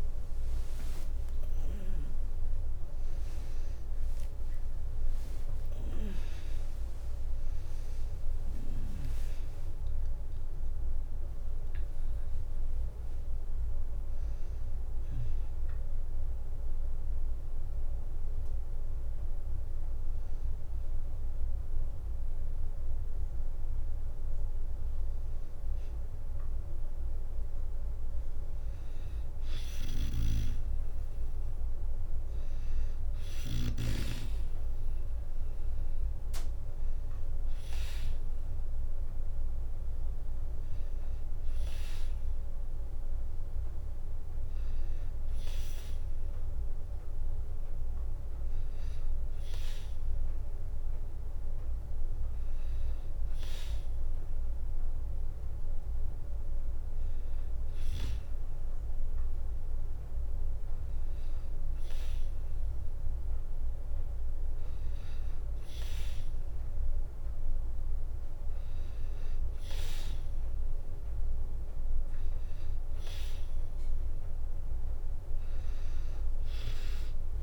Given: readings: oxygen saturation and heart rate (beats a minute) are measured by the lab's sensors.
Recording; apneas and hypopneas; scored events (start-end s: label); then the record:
a person partly awake in a sleep study, by a room microphone; none
0.00-3.00 s: tachycardia (device-marked, heart rate 172 extreme)
0.00-20.00 s: drop in pulse transit time (device-marked, heart rate 65 extreme)
2.00-4.00 s: long interval between heartbeats (device-marked, heart rate 117 before, 107 extreme)
4.00-6.00 s: long interval between heartbeats (device-marked, heart rate 121 before, 108 extreme)
8.00-10.00 s: long interval between heartbeats (device-marked, heart rate 127 before, 97 extreme)
23.00-77.43 s: new sleep stage, N2 (light sleep)
From the record:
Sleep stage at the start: awake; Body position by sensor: on the back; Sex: female